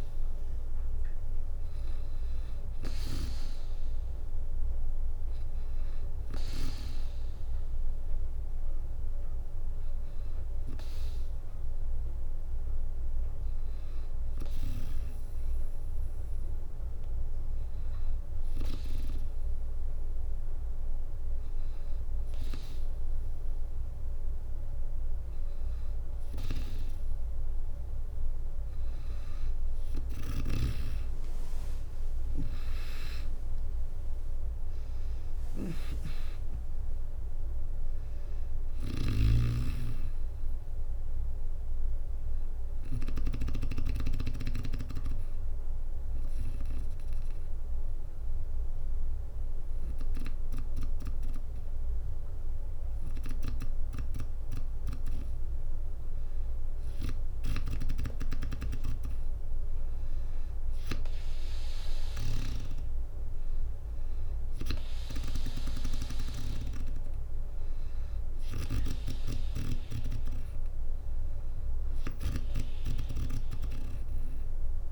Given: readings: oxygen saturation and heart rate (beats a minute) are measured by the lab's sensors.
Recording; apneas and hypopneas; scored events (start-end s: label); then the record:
breathing in sleep by a room microphone; 1
3.50-15.50 s: oxygen desaturation (device-marked, oxygen 97% before, 93% lowest, heart rate 61 before, 61 extreme)
31.50-46.50 s: drop in pulse transit time (device-marked, heart rate 63 before, 60 extreme)
32.00-36.50 s: arousal
43.50-52.50 s: bradycardia (device-marked, heart rate 63 before, 58 extreme)
43.50-54.50 s: hypopnea (oxygen 97% before, 93% lowest, heart rate 66 before, 59 extreme, up 3 after)
57.00-60.50 s: arousal
63.50-74.91 s: oxygen desaturation (device-marked, oxygen 97% before, 93% lowest, heart rate 60 before, 61 extreme)
From the record:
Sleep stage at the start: N2 (light sleep); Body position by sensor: on the back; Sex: female